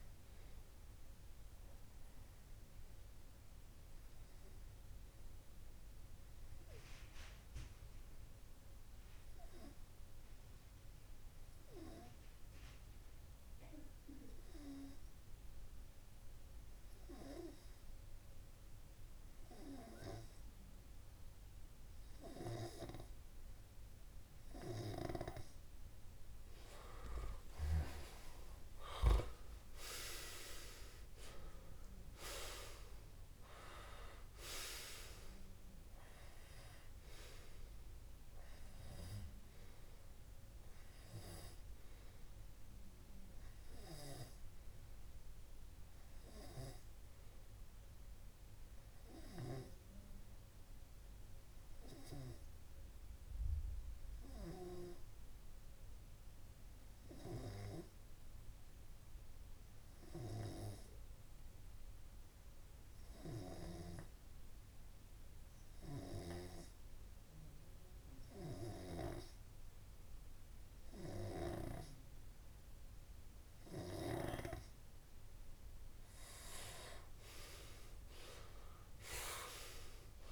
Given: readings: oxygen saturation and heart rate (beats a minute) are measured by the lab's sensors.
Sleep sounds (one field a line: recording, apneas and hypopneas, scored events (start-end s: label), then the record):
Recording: breathing in sleep by a room microphone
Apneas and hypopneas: 2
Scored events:
2.00-25.50 s: obstructive apnea (oxygen 97% before, 95% lowest)
28.00-32.50 s: arousal
48.00-75.00 s: obstructive apnea (oxygen 99% before, 95% lowest)
79.00-80.32 s: arousal
From the record:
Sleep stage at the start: N2 (light sleep)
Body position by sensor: on the back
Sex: male